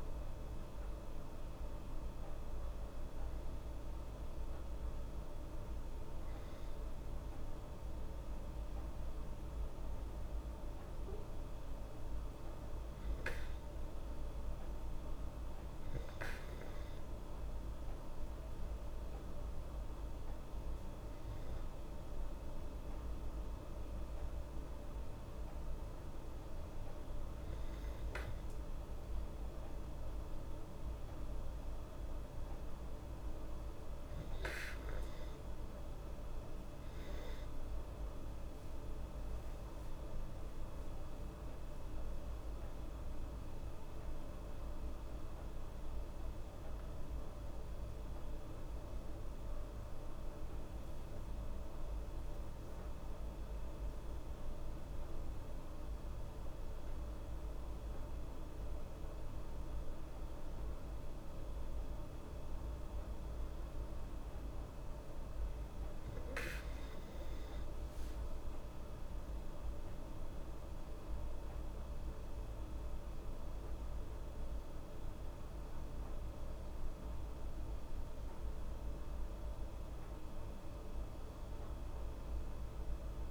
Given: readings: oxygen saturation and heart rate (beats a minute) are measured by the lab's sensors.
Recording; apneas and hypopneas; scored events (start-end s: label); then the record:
breathing in sleep, hard to hear, by a room microphone; none
none scored
From the record:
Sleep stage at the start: N2 (light sleep); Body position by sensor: on the back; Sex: female